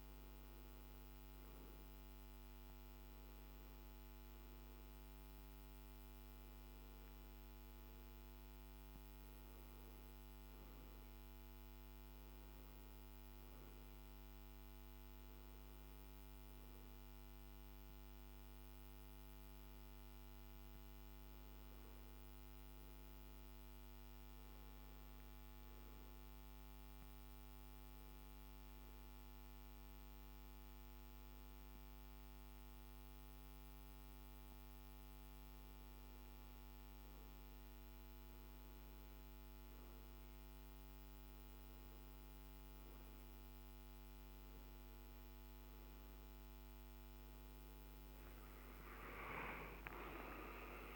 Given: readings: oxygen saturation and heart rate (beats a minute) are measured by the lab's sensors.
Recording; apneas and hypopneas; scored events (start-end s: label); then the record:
breathing in sleep, hard to hear, by a microphone on the trachea; none
42.00-50.96 s: new sleep stage, awake
From the record:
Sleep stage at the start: N1 (lightest sleep); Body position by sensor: on the back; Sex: male